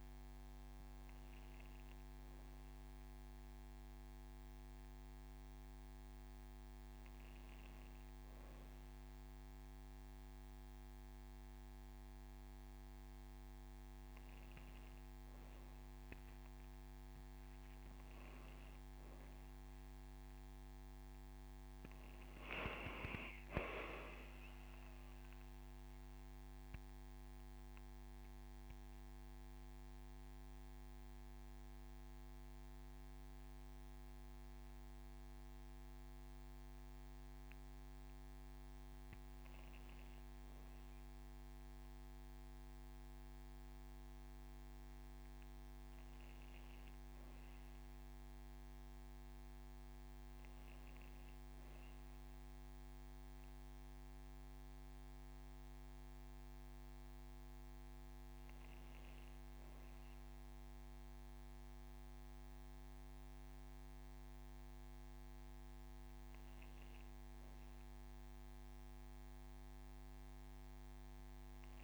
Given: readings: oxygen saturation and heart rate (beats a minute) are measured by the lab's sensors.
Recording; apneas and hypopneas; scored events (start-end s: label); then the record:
a person partly awake in a sleep study, hard to hear, by a microphone on the trachea; none
3.50-33.50 s: new sleep stage, awake
33.50-71.84 s: new sleep stage, N1 (lightest sleep)
From the record:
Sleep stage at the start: N2 (light sleep); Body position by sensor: on the back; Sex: female